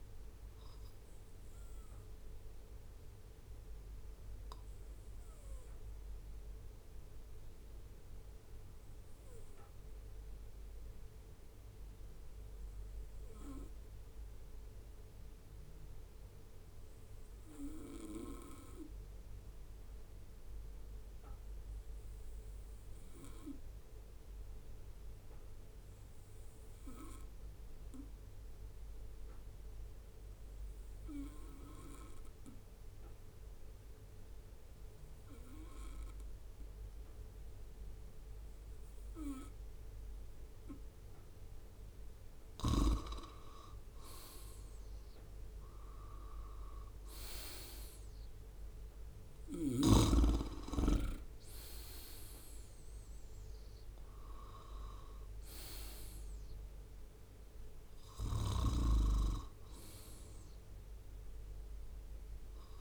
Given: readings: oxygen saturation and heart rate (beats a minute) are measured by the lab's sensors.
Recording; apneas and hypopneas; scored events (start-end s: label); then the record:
breathing in sleep by a room microphone; 1
1.00-42.50 s: obstructive apnea (oxygen 96% before, 93% lowest, heart rate 66 before, 61 extreme, up 6 after)
46.50-50.00 s: arousal
From the record:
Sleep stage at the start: N2 (light sleep); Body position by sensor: on the right side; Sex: male